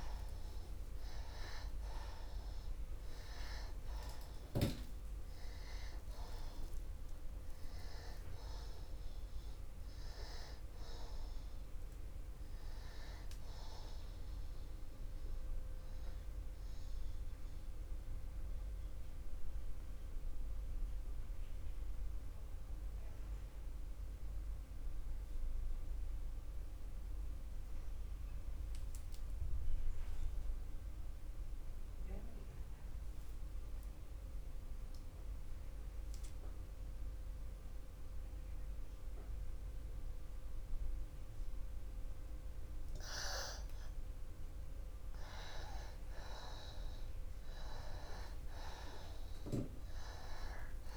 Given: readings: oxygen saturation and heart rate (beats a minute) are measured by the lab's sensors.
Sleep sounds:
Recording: breathing in sleep by a room microphone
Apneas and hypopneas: 1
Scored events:
0.00-6.00 s: oxygen desaturation (device-marked, oxygen 89% lowest, heart rate 61 extreme)
16.00-44.00 s: mixed apnea (oxygen 96% before, 81% lowest)
46.50-50.00 s: arousal
47.00-50.97 s: oxygen desaturation (device-marked, oxygen 97% before, 91% lowest)
From the record:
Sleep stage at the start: N2 (light sleep)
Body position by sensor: on the back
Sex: male

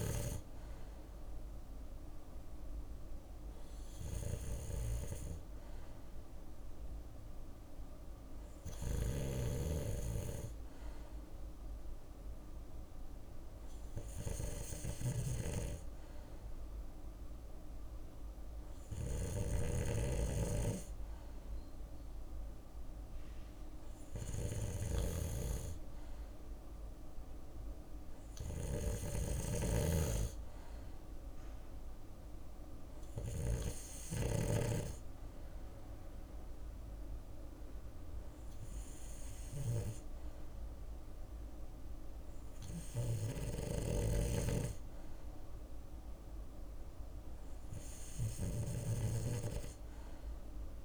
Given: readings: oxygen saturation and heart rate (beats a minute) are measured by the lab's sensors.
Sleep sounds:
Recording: breathing in sleep by a room microphone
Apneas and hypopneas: none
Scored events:
0.00-1.00 s: long interval between heartbeats (device-marked, heart rate 73 extreme)
4.50-6.50 s: long interval between heartbeats (device-marked, heart rate 72 before, 73 extreme)
7.50-9.50 s: long interval between heartbeats (device-marked, heart rate 70 before, 79 extreme)
8.50-33.50 s: snoring (device-marked)
22.50-24.50 s: long interval between heartbeats (device-marked, heart rate 72 before, 78 extreme)
29.00-31.00 s: long interval between heartbeats (device-marked, heart rate 73 before, 73 extreme)
39.00-41.00 s: long interval between heartbeats (device-marked, heart rate 73 before, 88 extreme)
43.00-45.00 s: long interval between heartbeats (device-marked, heart rate 76 before, 87 extreme)
43.00-48.00 s: snoring (device-marked)
46.50-48.50 s: long interval between heartbeats (device-marked, heart rate 77 before, 80 extreme)
47.00-50.50 s: arousal
From the record:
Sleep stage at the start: N2 (light sleep)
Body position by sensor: on the left side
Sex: male

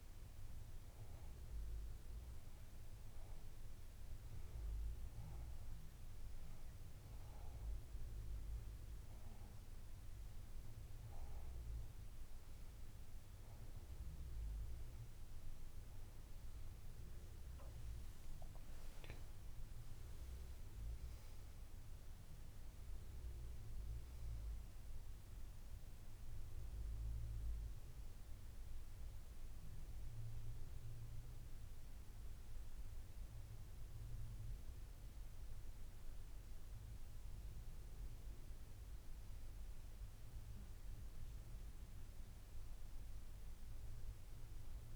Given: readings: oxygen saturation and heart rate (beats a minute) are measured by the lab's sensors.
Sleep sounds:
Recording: breathing in sleep, hard to hear, by a room microphone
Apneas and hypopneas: none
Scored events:
none scored
From the record:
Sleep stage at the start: N2 (light sleep)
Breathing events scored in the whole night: 111 in 5.1 hours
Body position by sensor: on the back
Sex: female

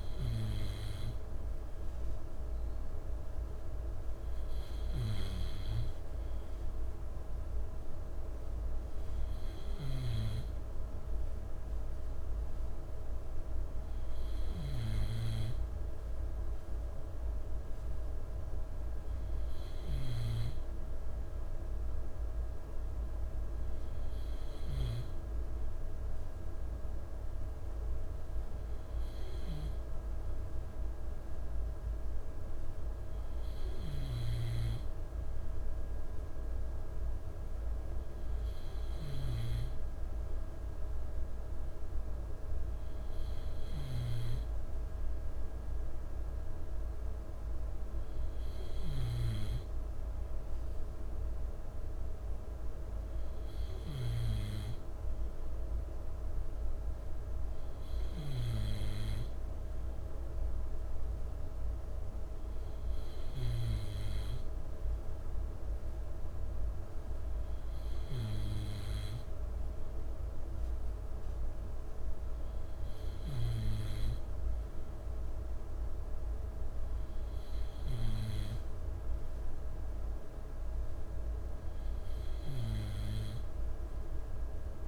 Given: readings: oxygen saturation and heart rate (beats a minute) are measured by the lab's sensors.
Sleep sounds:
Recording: breathing in sleep, hard to hear, by a room microphone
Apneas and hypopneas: none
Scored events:
20.00-25.00 s: snoring (device-marked)
34.00-39.50 s: snoring (device-marked)
From the record:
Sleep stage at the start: N2 (light sleep)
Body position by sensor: on the left side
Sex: male

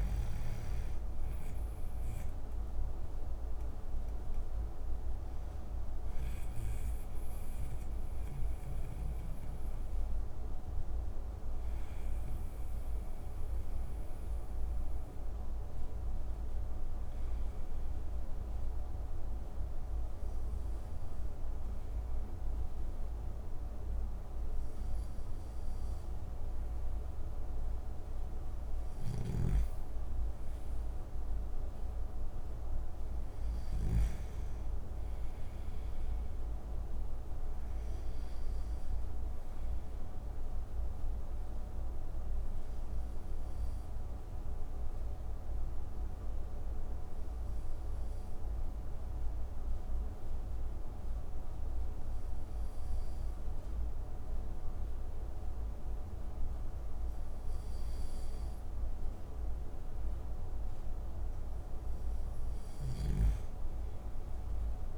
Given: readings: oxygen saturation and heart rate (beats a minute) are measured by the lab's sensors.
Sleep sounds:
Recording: breathing in sleep, hard to hear, by a room microphone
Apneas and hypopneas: 2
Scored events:
7.00-24.00 s: hypopnea (oxygen 96% before, 92% lowest)
10.00-24.00 s: oxygen desaturation (device-marked, oxygen 96% before, 92% lowest)
25.50-28.00 s: arousal
42.50-60.00 s: obstructive apnea (oxygen 96% before, 92% lowest)
62.00-64.98 s: arousal
From the record:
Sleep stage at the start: N2 (light sleep)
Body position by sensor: on the back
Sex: male

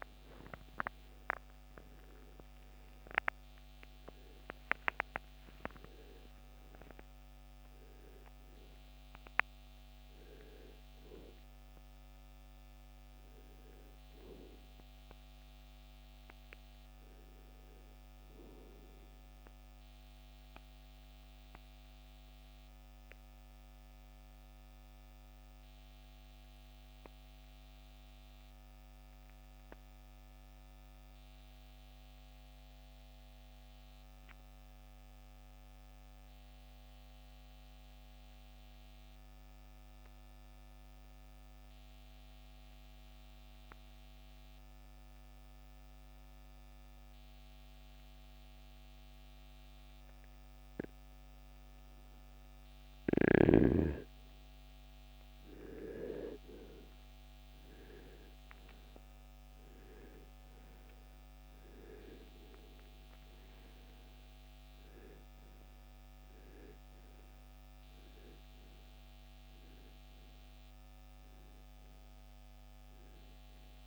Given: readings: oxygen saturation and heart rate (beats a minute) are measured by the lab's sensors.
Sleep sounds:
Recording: breathing in sleep by a microphone on the trachea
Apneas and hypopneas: 1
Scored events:
1.50-73.87 s: new sleep stage, REM sleep
19.50-53.00 s: mixed apnea (oxygen 96% before, 82% lowest, heart rate 83 before, 46 extreme, up 1 after)
20.50-37.50 s: oxygen desaturation (device-marked, oxygen 94% before, 82% lowest, heart rate 82 before, 46 extreme)
54.50-59.00 s: arousal
From the record:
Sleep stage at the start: N2 (light sleep)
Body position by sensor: on the right side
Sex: male

